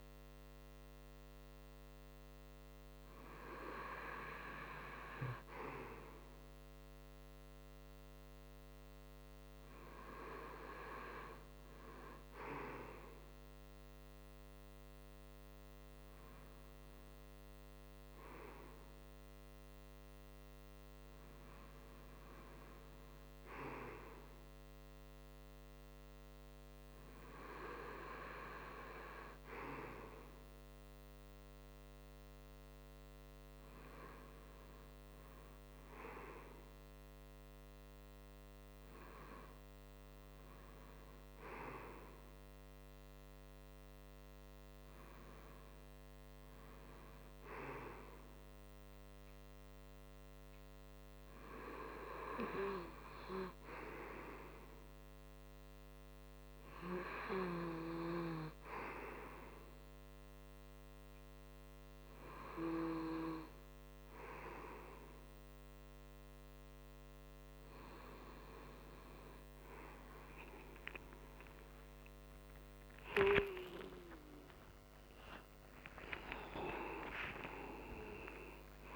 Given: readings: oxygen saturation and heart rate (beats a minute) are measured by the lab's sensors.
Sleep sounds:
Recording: breathing in sleep by a microphone on the trachea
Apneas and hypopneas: none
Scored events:
73.00-78.96 s: arousal
From the record:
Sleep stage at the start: REM sleep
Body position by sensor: on the front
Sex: male

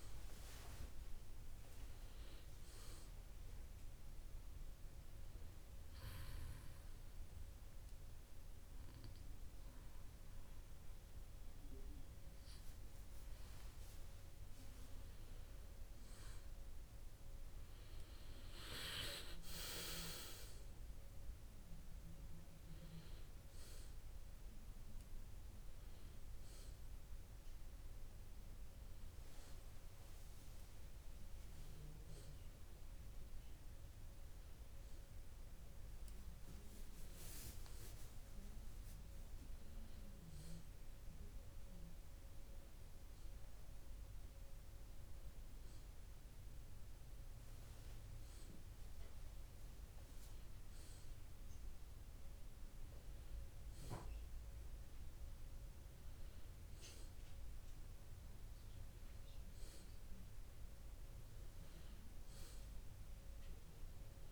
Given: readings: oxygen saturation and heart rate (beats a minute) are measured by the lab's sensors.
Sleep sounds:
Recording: breathing in sleep by a room microphone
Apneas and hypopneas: 1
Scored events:
6.50-16.50 s: obstructive apnea (oxygen 96% before, 94% lowest, heart rate 67 before, 64 extreme, up 5 after)
19.50-23.00 s: arousal
From the record:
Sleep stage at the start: N2 (light sleep)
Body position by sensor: on the back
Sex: male

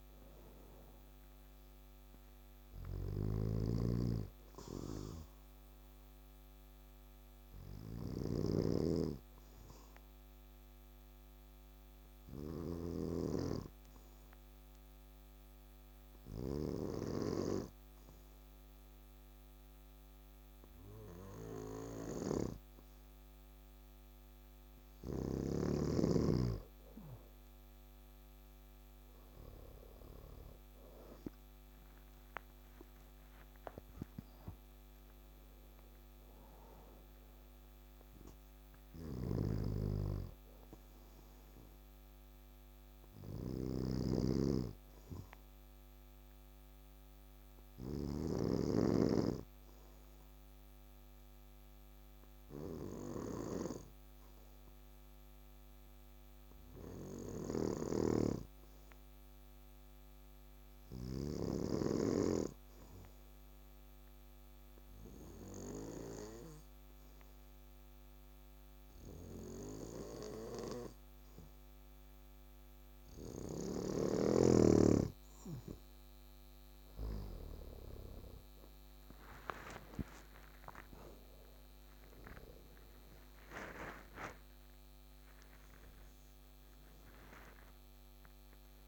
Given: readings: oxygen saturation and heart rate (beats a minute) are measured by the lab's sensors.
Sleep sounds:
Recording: breathing in sleep by a microphone on the trachea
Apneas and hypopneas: 2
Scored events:
0.00-8.00 s: snoring (device-marked)
0.00-12.50 s: oxygen desaturation (device-marked, oxygen 95% lowest, heart rate 60 extreme)
6.00-24.50 s: obstructive apnea (oxygen 98% before, 95% lowest, heart rate 74 before, 60 extreme, up 9 after)
27.50-31.50 s: arousal
38.50-48.50 s: snoring (device-marked)
48.50-74.00 s: obstructive apnea (oxygen 99% before, 93% lowest, heart rate 69 before, 62 extreme, up 11 after)
57.50-62.00 s: snoring (device-marked)
68.50-88.88 s: oxygen desaturation (device-marked, oxygen 99% before, 93% lowest, heart rate 63 before, 60 extreme)
78.50-83.50 s: arousal
From the record:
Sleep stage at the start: N2 (light sleep)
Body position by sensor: on the back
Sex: male

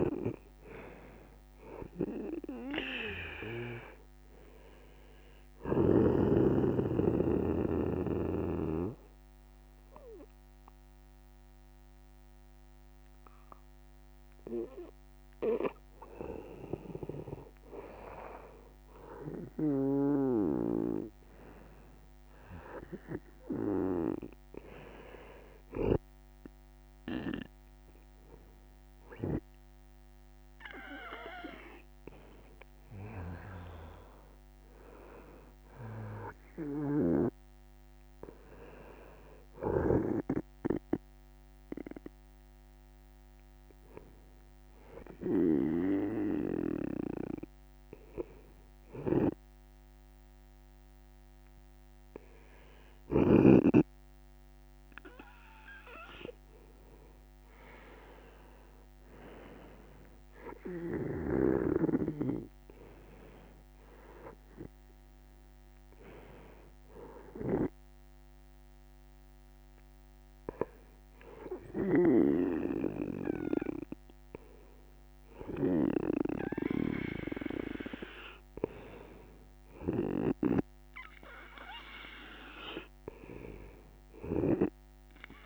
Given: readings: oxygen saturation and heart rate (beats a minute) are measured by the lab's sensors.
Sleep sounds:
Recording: breathing in sleep by a microphone on the trachea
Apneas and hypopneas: 2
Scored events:
5.50-16.50 s: obstructive apnea (oxygen 97% before, 93% lowest, heart rate 84 before, 73 extreme, up 4 after)
6.50-19.50 s: oxygen desaturation (device-marked, oxygen 97% before, 93% lowest, heart rate 81 before, 73 extreme)
21.50-25.50 s: arousal
29.50-38.50 s: oxygen desaturation (device-marked, oxygen 97% before, 93% lowest, heart rate 75 before, 59 extreme)
45.00-55.50 s: hypopnea (oxygen 97% before, 95% lowest, heart rate 75 before, 59 extreme, up 4 after)
57.00-61.50 s: arousal
84.00-85.46 s: snoring (device-marked)
From the record:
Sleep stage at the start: N2 (light sleep)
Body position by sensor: on the right side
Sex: male

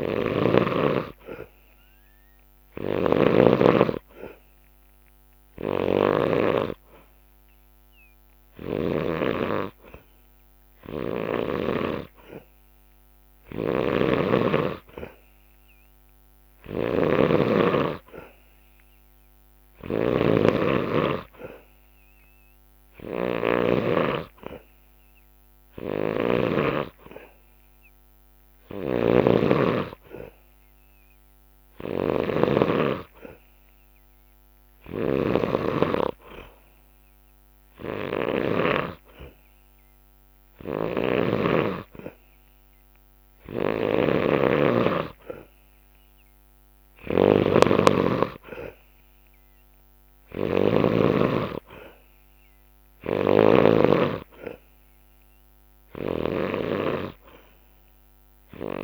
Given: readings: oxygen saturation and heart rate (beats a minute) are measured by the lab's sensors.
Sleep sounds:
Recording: breathing in sleep by a microphone on the trachea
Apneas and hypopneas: none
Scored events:
0.00-9.00 s: snoring (device-marked)
13.50-38.50 s: snoring (device-marked)
40.50-53.50 s: snoring (device-marked)
From the record:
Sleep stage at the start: N2 (light sleep)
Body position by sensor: on the back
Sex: male

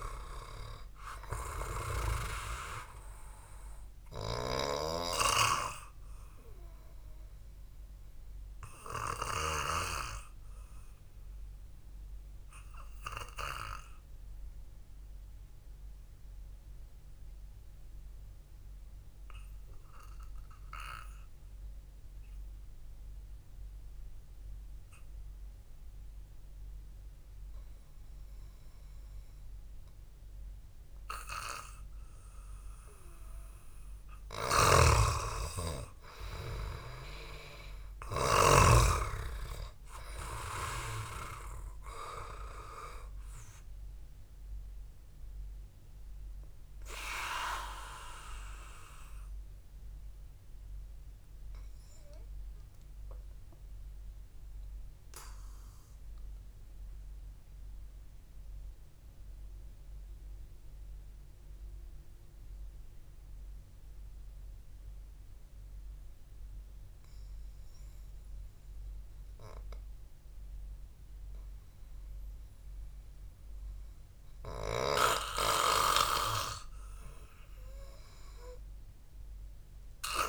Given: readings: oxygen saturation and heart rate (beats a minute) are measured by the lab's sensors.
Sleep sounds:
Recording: breathing in sleep by a room microphone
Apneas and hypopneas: 2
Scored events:
11.50-31.00 s: mixed apnea (oxygen 98% before, 92% lowest, heart rate 58 before, 52 extreme, up 0 after)
34.50-39.00 s: snoring (device-marked)
36.00-41.00 s: arousal
48.50-73.00 s: mixed apnea (oxygen 98% before, 92% lowest, heart rate 56 before, 55 extreme)
53.50-66.50 s: oxygen desaturation (device-marked, oxygen 95% before, 92% lowest, heart rate 57 before, 55 extreme)
76.00-80.00 s: arousal
From the record:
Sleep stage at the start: N2 (light sleep)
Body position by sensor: on the back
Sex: male

